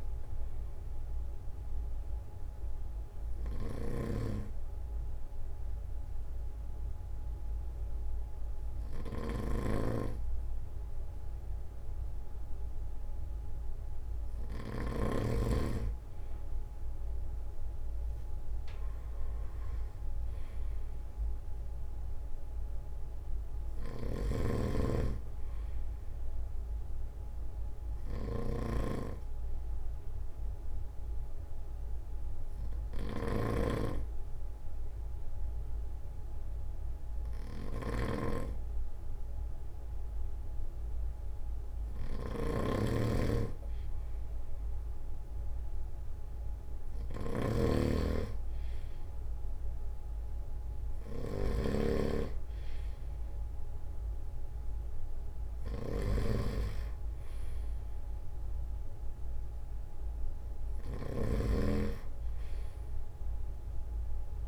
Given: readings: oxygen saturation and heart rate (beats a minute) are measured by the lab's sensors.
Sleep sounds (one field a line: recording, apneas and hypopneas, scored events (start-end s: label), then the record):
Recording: breathing in sleep by a room microphone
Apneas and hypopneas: 2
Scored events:
0.00-14.50 s: snoring (device-marked)
2.50-14.50 s: obstructive apnea (oxygen 95% before, 94% lowest)
18.00-21.00 s: arousal
22.50-24.50 s: long interval between heartbeats (device-marked, heart rate 31 before, 31 extreme)
23.50-64.48 s: snoring (device-marked)
28.00-43.00 s: obstructive apnea (oxygen 96% before, 94% lowest)
32.00-34.00 s: long interval between heartbeats (device-marked)
42.00-44.00 s: long interval between heartbeats (device-marked, heart rate 33 before, 46 extreme)
46.00-48.00 s: long interval between heartbeats (device-marked, heart rate 36 before, 37 extreme)
47.00-52.50 s: arousal
60.00-62.00 s: long interval between heartbeats (device-marked, heart rate 33 before, 47 extreme)
From the record:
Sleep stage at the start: N2 (light sleep)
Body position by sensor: on the front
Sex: male